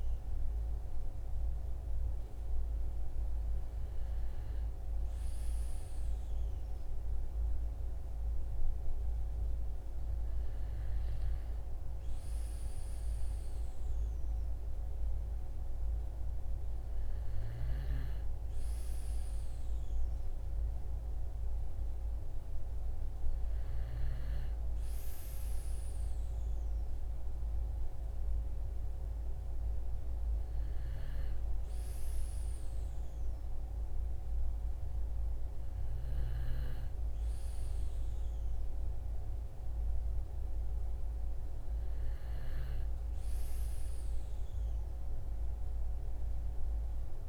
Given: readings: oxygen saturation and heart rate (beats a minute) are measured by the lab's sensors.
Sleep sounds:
breathing in sleep, hard to hear, by a room microphone; none
none scored
From the record:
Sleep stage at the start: N2 (light sleep); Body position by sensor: on the back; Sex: male

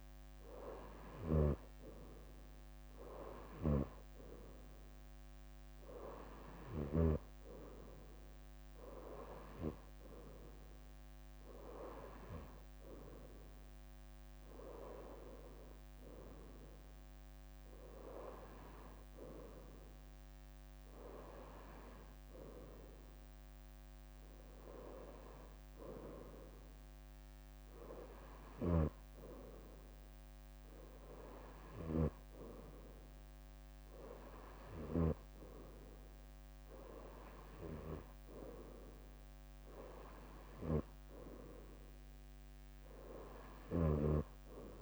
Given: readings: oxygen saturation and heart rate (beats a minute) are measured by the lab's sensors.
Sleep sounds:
breathing in sleep by a microphone on the trachea; none
0.00-1.50 s: snoring (device-marked)
0.00-4.50 s: leg movement (device-marked)
6.00-8.00 s: leg movement (device-marked)
9.00-10.50 s: leg movement (device-marked)
11.50-13.50 s: leg movement (device-marked)
14.50-16.50 s: leg movement (device-marked)
17.50-19.50 s: leg movement (device-marked)
43.00-44.82 s: leg movement (device-marked)
43.50-44.82 s: snoring (device-marked)
From the record:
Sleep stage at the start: N2 (light sleep); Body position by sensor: on the right side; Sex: female

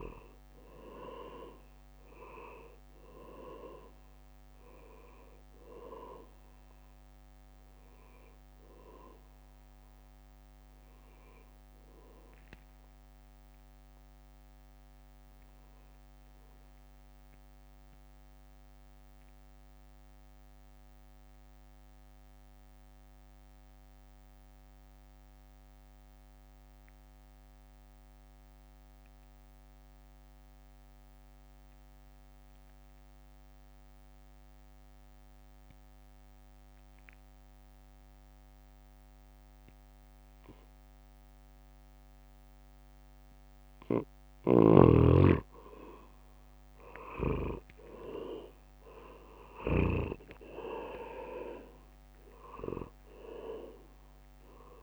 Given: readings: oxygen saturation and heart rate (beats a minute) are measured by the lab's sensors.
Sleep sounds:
breathing in sleep by a microphone on the trachea; 1
0.00-1.00 s: arousal
0.50-26.50 s: oxygen desaturation (device-marked, oxygen 97% before, 91% lowest, heart rate 59 before, 52 extreme)
1.50-14.50 s: drop in pulse transit time (device-marked, heart rate 59 before, 58 extreme)
15.50-42.00 s: mixed apnea (oxygen 97% before, 88% lowest, heart rate 62 before, 52 extreme, up 10 after)
43.50-54.83 s: oxygen desaturation (device-marked, oxygen 98% before, 88% lowest, heart rate 55 before, 54 extreme)
46.00-49.50 s: arousal
48.50-50.50 s: long interval between heartbeats (device-marked, heart rate 56 before, 62 extreme)
50.50-54.83 s: tachycardia (device-marked, heart rate 60 before, 182 extreme)
52.00-54.00 s: long interval between heartbeats (device-marked, heart rate 56 before, 77 extreme)
53.50-54.50 s: leg movement (device-marked)
53.50-54.83 s: drop in pulse transit time (device-marked, heart rate 58 before, 65 extreme)
From the record:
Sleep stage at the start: N2 (light sleep); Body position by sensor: on the back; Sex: male

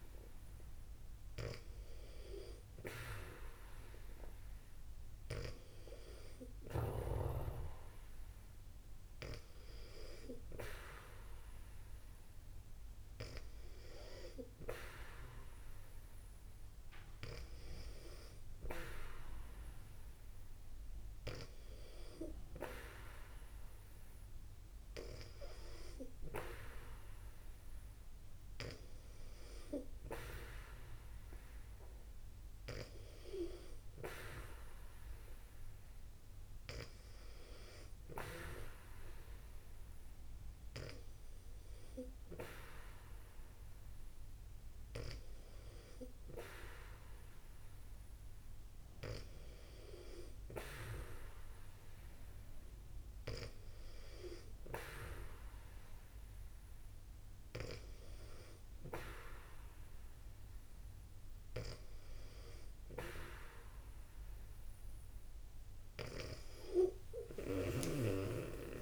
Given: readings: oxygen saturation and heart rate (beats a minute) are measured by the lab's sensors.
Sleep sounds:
breathing in sleep by a room microphone; none
53.50-68.82 s: new sleep stage, awake
From the record:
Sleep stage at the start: N2 (light sleep); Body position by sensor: on the back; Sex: female

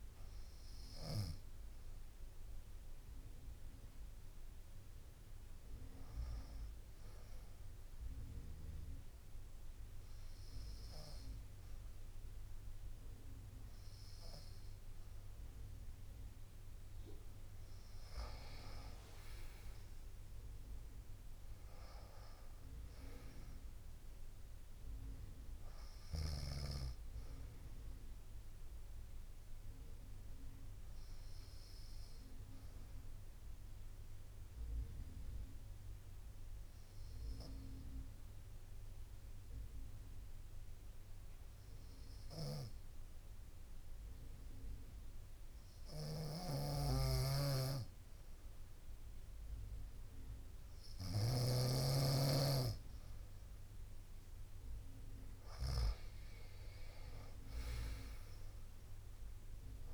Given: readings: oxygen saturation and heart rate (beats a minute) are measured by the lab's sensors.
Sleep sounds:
breathing in sleep by a room microphone; 2
2.50-15.50 s: hypopnea (oxygen 94% before, 90% lowest, heart rate 63 before, 58 extreme, up 4 after)
14.00-28.00 s: drop in pulse transit time (device-marked, heart rate 61 before, 62 extreme)
18.50-21.50 s: arousal
26.00-36.00 s: bradycardia (device-marked, heart rate 64 before, 58 extreme)
32.00-49.50 s: obstructive apnea (oxygen 95% before, 90% lowest, heart rate 62 before, 58 extreme, up 2 after)
42.00-59.94 s: snoring (device-marked)
51.50-55.50 s: arousal
53.00-59.94 s: oxygen desaturation (device-marked, oxygen 95% before, 90% lowest, heart rate 60 before, 58 extreme)
From the record:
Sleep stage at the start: N2 (light sleep); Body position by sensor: on the right side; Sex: female

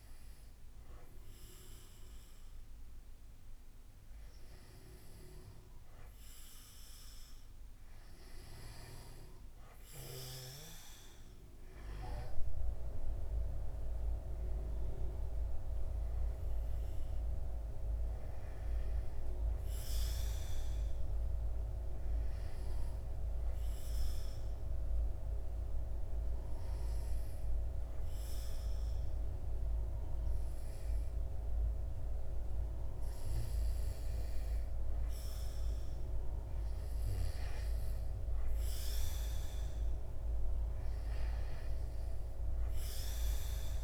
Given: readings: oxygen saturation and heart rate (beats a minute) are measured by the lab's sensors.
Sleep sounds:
breathing in sleep by a room microphone; none
none scored
From the record:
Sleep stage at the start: N2 (light sleep); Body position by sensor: on the back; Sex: male

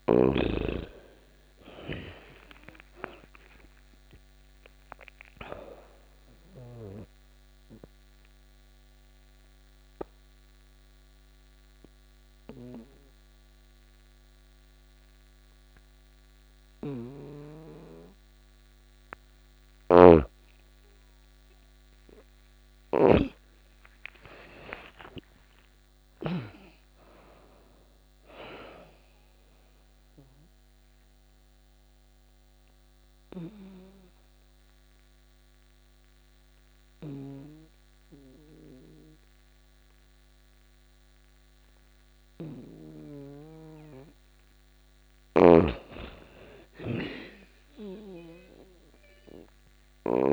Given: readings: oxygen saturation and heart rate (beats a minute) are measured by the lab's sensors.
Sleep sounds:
breathing in sleep by a microphone on the trachea; 2
0.00-2.50 s: arousal
0.50-19.50 s: oxygen desaturation (device-marked, oxygen 99% before, 85% lowest)
6.00-19.00 s: obstructive apnea (oxygen 99% before, 85% lowest)
16.00-25.50 s: snoring (device-marked)
21.00-24.50 s: arousal
26.50-44.50 s: oxygen desaturation (device-marked, oxygen 99% before, 89% lowest, heart rate 55 before, 52 extreme)
29.50-43.00 s: obstructive apnea (oxygen 99% before, 87% lowest, heart rate 57 before, 52 extreme, up 19 after)
44.50-50.33 s: snoring (device-marked)
46.00-49.00 s: arousal
From the record:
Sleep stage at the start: N2 (light sleep); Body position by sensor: on the back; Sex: female

